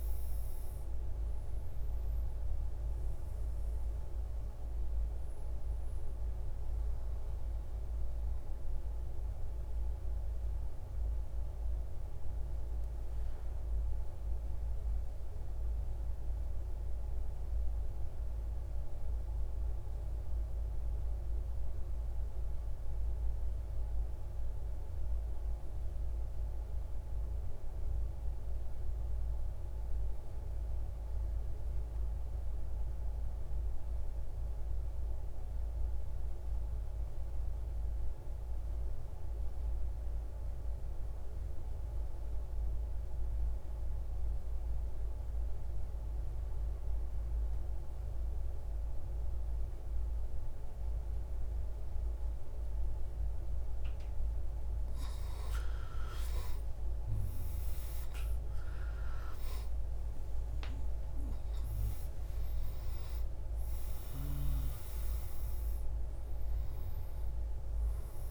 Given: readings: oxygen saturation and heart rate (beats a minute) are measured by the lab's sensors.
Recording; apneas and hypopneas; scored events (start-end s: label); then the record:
breathing in sleep, hard to hear, by a room microphone; 1
0.00-21.50 s: oxygen desaturation (device-marked, oxygen 87% lowest, heart rate 95 extreme)
9.50-54.50 s: mixed apnea (oxygen 94% before, 87% lowest, heart rate 128 before, 89 extreme)
39.50-68.31 s: oxygen desaturation (device-marked, oxygen 99% before, 87% lowest, heart rate 159 before, 89 extreme)
55.50-61.00 s: arousal
From the record:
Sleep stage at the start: N2 (light sleep); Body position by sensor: on the right side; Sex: male